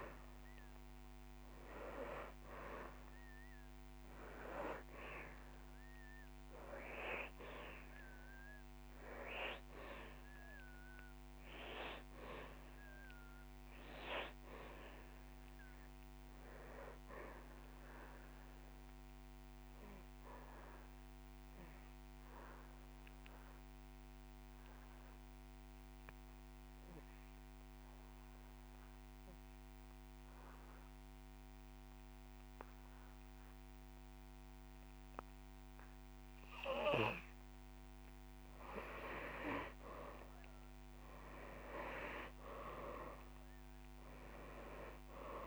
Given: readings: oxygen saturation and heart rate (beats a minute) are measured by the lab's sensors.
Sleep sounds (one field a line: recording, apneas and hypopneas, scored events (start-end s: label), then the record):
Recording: breathing in sleep by a microphone on the trachea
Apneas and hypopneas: 1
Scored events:
5.00-22.00 s: oxygen desaturation (device-marked, oxygen 98% before, 94% lowest)
19.00-38.00 s: obstructive apnea (oxygen 99% before, 90% lowest)
22.00-24.00 s: long interval between heartbeats (device-marked)
36.50-38.50 s: long interval between heartbeats (device-marked)
40.50-43.50 s: arousal
43.00-45.46 s: oxygen desaturation (device-marked, oxygen 98% before, 90% lowest)
From the record:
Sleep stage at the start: N2 (light sleep)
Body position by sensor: on the back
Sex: male